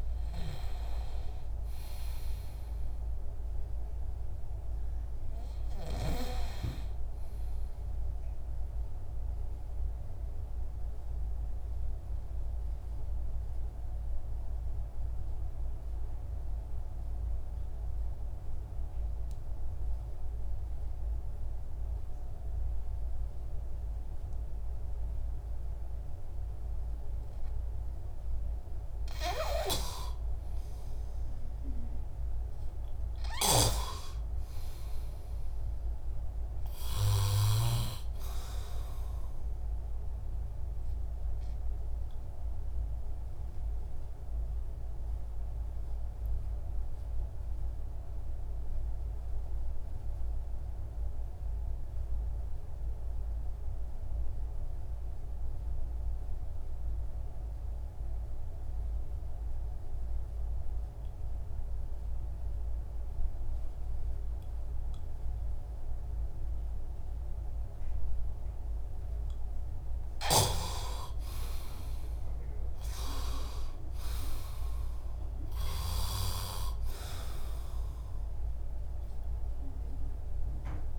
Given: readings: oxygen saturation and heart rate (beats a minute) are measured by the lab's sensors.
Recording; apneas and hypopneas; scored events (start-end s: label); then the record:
breathing in sleep by a room microphone; 2
0.00-21.00 s: oxygen desaturation (device-marked, oxygen 87% lowest, heart rate 57 extreme)
7.00-29.00 s: obstructive apnea (oxygen 98% before, 87% lowest, heart rate 67 before, 57 extreme, up 10 after)
30.50-34.50 s: arousal
33.00-37.50 s: snoring (device-marked)
42.00-69.00 s: obstructive apnea (oxygen 100% before, 89% lowest, heart rate 63 before, 60 extreme, up 17 after)
46.00-57.00 s: oxygen desaturation (device-marked, oxygen 97% before, 93% lowest, heart rate 64 before, 60 extreme)
64.00-80.99 s: oxygen desaturation (device-marked, oxygen 98% before, 89% lowest, heart rate 63 before, 60 extreme)
71.00-76.00 s: arousal
From the record:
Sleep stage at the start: N2 (light sleep); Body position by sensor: on the back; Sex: male